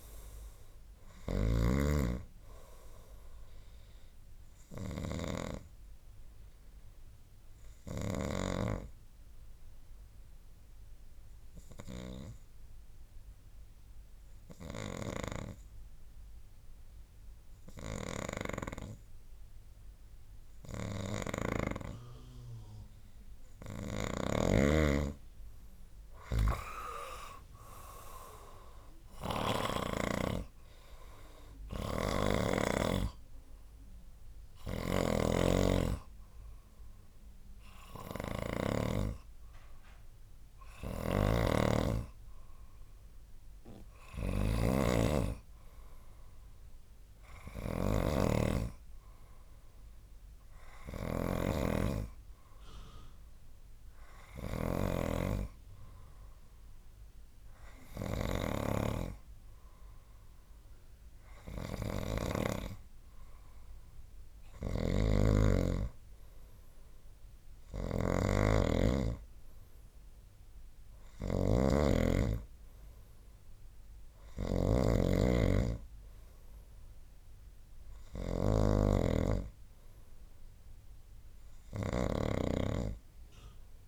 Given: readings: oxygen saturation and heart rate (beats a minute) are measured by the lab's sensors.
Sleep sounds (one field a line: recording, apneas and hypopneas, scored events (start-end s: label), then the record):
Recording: breathing in sleep by a room microphone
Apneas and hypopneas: 2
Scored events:
0.00-2.00 s: arousal
0.00-8.50 s: snoring (device-marked)
1.50-23.50 s: oxygen desaturation (device-marked, oxygen 98% before, 93% lowest, heart rate 70 before, 61 extreme)
9.00-23.50 s: obstructive apnea (oxygen 98% before, 92% lowest, heart rate 70 before, 63 extreme, up 10 after)
18.00-32.50 s: snoring (device-marked)
26.00-30.50 s: arousal
32.50-53.50 s: oxygen desaturation (device-marked, oxygen 97% before, 92% lowest, heart rate 69 before, 63 extreme)
34.50-39.00 s: snoring (device-marked)
41.00-62.50 s: snoring (device-marked)
52.50-65.00 s: hypopnea (oxygen 97% before, 94% lowest, heart rate 68 before, 63 extreme, up 8 after)
64.50-83.88 s: snoring (device-marked)
67.00-70.00 s: arousal
From the record:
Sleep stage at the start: N2 (light sleep)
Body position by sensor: on the right side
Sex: male